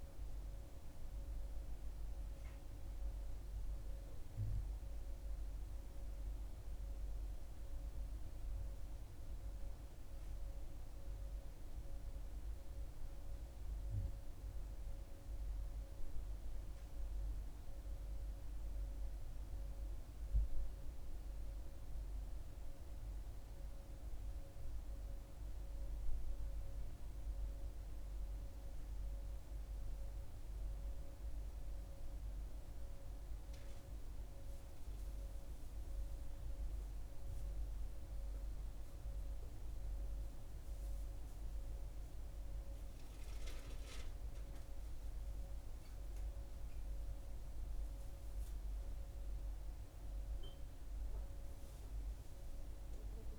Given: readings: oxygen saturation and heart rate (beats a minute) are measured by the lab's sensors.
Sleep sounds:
breathing in sleep, hard to hear, by a room microphone; 1
0.50-14.00 s: hypopnea (oxygen 97% before, 95% lowest, heart rate 64 before, 61 extreme, up 5 after)
15.00-18.50 s: arousal
49.50-53.39 s: arousal
From the record:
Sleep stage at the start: N2 (light sleep); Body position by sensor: on the back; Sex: female

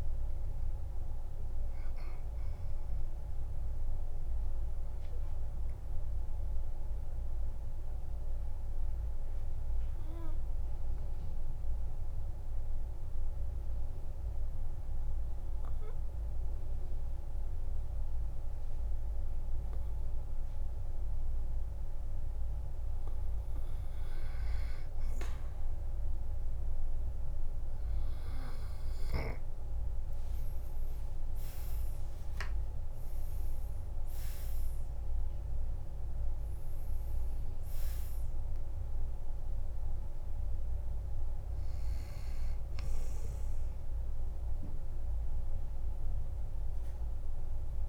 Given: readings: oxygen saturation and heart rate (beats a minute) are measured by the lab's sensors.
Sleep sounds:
breathing in sleep, hard to hear, by a room microphone; 1
0.00-18.50 s: oxygen desaturation (device-marked, oxygen 93% lowest, heart rate 47 extreme)
4.50-22.00 s: obstructive apnea (oxygen 98% before, 92% lowest, heart rate 53 before, 46 extreme, up 3 after)
29.50-34.00 s: arousal
32.50-47.89 s: oxygen desaturation (device-marked, oxygen 98% before, 92% lowest, heart rate 50 before, 46 extreme)
From the record:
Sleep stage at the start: N2 (light sleep); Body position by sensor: on the back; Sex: male

